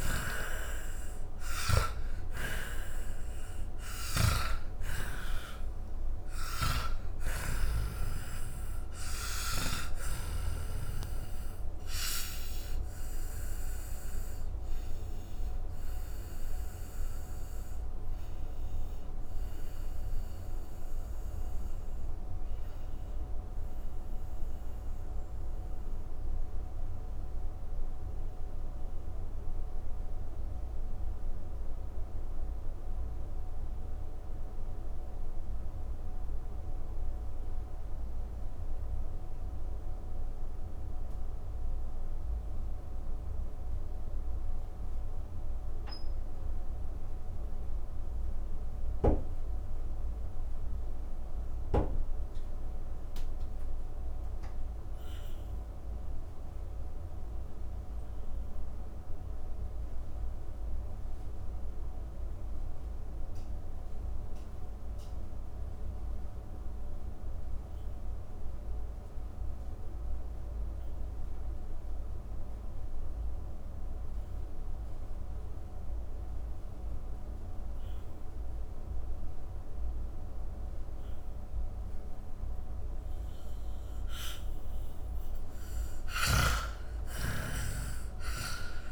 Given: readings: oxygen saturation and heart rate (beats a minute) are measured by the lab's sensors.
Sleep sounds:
breathing in sleep by a room microphone; 1
0.00-1.50 s: snoring (device-marked)
0.00-42.00 s: oxygen desaturation (device-marked, oxygen 78% lowest)
3.50-10.00 s: snoring (device-marked)
13.00-83.50 s: mixed apnea (oxygen 97% before, 75% lowest, heart rate 49 before, 36 extreme)
62.00-88.92 s: oxygen desaturation (device-marked, oxygen 99% before, 75% lowest, heart rate 70 before, 48 extreme)
84.50-88.92 s: arousal
85.50-88.92 s: snoring (device-marked)
From the record:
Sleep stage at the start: N2 (light sleep); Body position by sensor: on the back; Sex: male

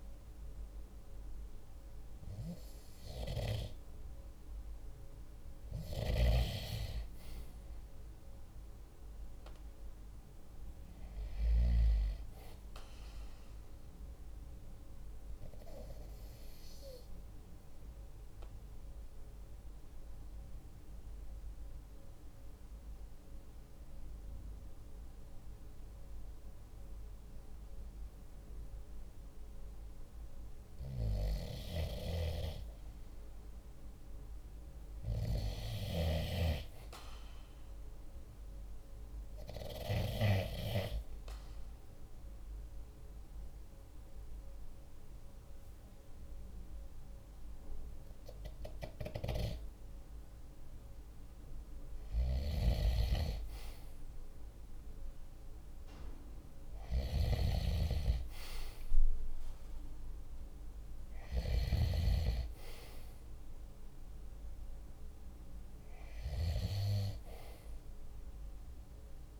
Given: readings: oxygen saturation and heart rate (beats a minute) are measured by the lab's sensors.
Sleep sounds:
breathing in sleep by a room microphone; 2
1.00-14.00 s: oxygen desaturation (device-marked, oxygen 98% before, 94% lowest, heart rate 47 before, 43 extreme)
13.00-29.00 s: obstructive apnea (oxygen 98% before, 93% lowest, heart rate 46 before, 43 extreme, up 2 after)
33.00-36.50 s: arousal
40.50-51.50 s: obstructive apnea (oxygen 96% before, 93% lowest, heart rate 45 before, 44 extreme, up 2 after)
53.00-56.50 s: arousal
From the record:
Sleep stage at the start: N2 (light sleep); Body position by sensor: on the right side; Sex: male

